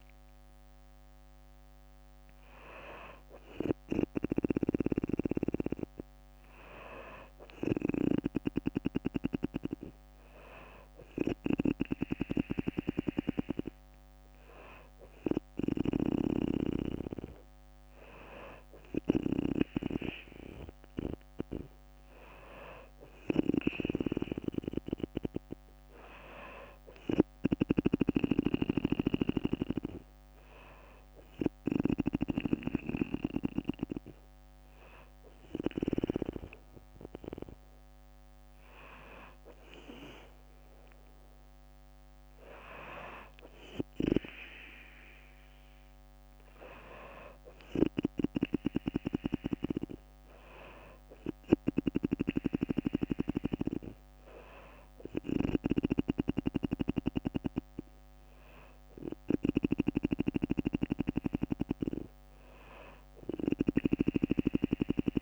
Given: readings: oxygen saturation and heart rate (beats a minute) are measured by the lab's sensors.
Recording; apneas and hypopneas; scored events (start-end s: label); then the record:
breathing in sleep by a microphone on the trachea; none
54.50-63.00 s: snoring (device-marked)
From the record:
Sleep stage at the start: N2 (light sleep); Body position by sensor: on the back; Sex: female